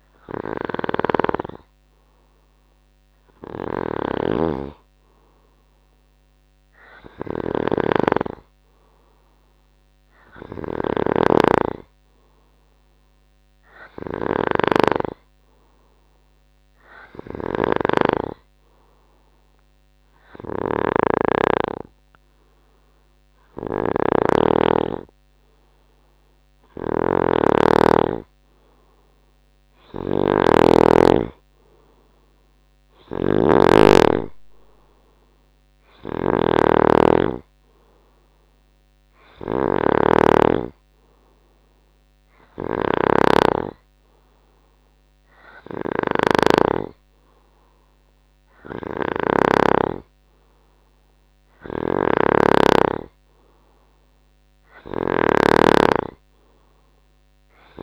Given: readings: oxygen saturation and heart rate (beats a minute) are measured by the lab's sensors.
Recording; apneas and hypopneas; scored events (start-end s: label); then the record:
breathing in sleep by a microphone on the trachea; none
0.00-15.00 s: snoring (device-marked)
17.00-24.50 s: snoring (device-marked)
26.50-49.50 s: snoring (device-marked)
47.50-57.83 s: new sleep stage, N3 (deep sleep)
51.50-57.83 s: snoring (device-marked)
From the record:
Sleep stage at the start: N2 (light sleep); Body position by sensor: on the right side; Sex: male